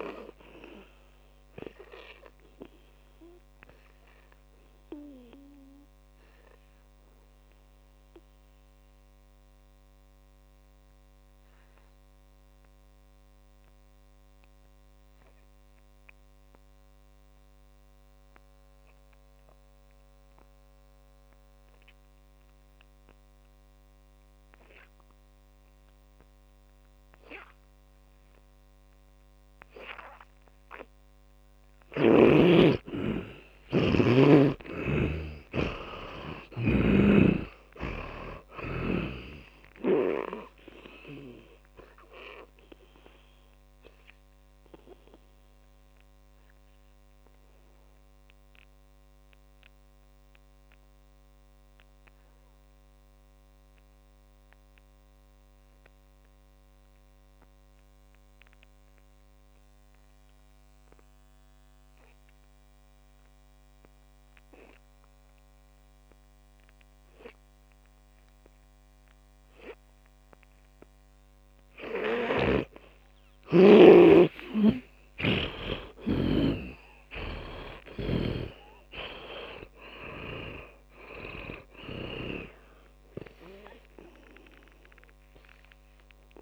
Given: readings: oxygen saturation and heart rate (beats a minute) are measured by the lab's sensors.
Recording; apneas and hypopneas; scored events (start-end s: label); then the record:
breathing in sleep by a microphone on the trachea; 2
0.00-21.50 s: oxygen desaturation (device-marked, oxygen 82% lowest, heart rate 49 extreme)
3.50-32.00 s: obstructive apnea (oxygen 100% before, 80% lowest, heart rate 58 before, 49 extreme, up 19 after)
29.50-41.50 s: oxygen desaturation (device-marked, oxygen 100% before, 92% lowest, heart rate 60 before, 53 extreme)
34.50-39.50 s: arousal
43.50-64.50 s: oxygen desaturation (device-marked, oxygen 94% before, 80% lowest, heart rate 59 before, 49 extreme)
44.00-72.50 s: obstructive apnea (oxygen 100% before, 79% lowest, heart rate 59 before, 49 extreme, up 20 after)
74.50-81.50 s: arousal
75.50-83.50 s: oxygen desaturation (device-marked, oxygen 100% before, 90% lowest, heart rate 55 before, 55 extreme)
77.50-81.00 s: snoring (device-marked)
From the record:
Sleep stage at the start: N2 (light sleep); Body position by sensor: on the back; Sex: male